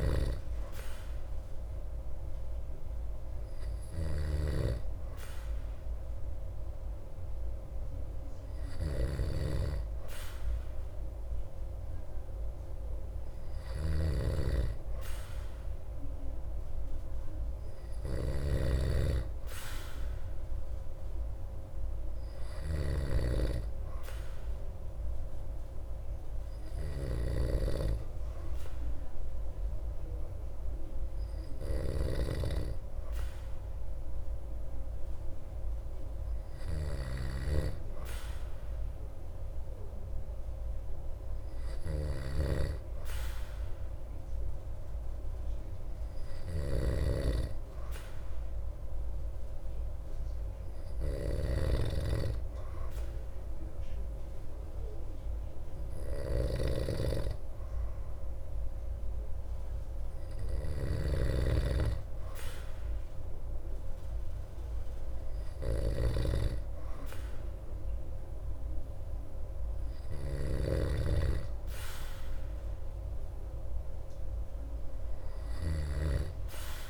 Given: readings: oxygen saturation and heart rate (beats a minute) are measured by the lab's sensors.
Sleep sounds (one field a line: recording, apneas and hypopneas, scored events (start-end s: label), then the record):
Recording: breathing in sleep by a room microphone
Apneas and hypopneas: none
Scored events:
0.00-76.90 s: snoring (device-marked)
From the record:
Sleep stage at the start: N2 (light sleep)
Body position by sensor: on the back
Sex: male